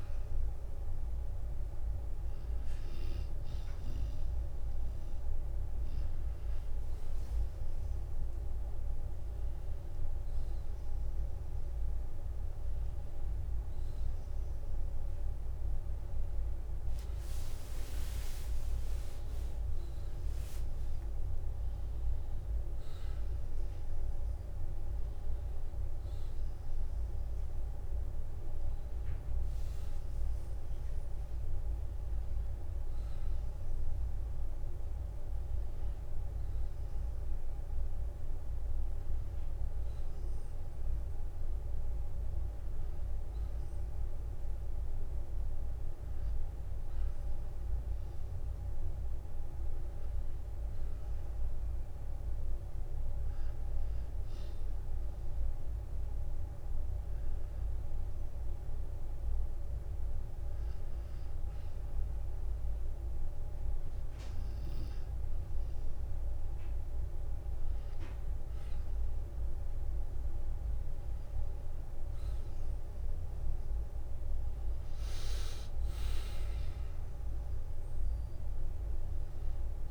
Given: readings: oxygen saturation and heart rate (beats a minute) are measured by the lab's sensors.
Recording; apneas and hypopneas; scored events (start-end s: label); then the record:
breathing in sleep, hard to hear, by a room microphone; 1
13.50-43.50 s: new sleep stage, N1 (lightest sleep)
14.00-18.00 s: arousal
43.50-79.91 s: new sleep stage, N2 (light sleep)
54.50-66.00 s: hypopnea (oxygen 95% before, 91% lowest, heart rate 58 before, 47 extreme, up 5 after)
67.50-69.50 s: long interval between heartbeats (device-marked, heart rate 54 before, 58 extreme)
69.00-72.50 s: arousal
77.50-79.91 s: oxygen desaturation (device-marked, oxygen 94% before, 91% lowest, heart rate 56 before, 49 extreme)
From the record:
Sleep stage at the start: N2 (light sleep); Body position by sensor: on the back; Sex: male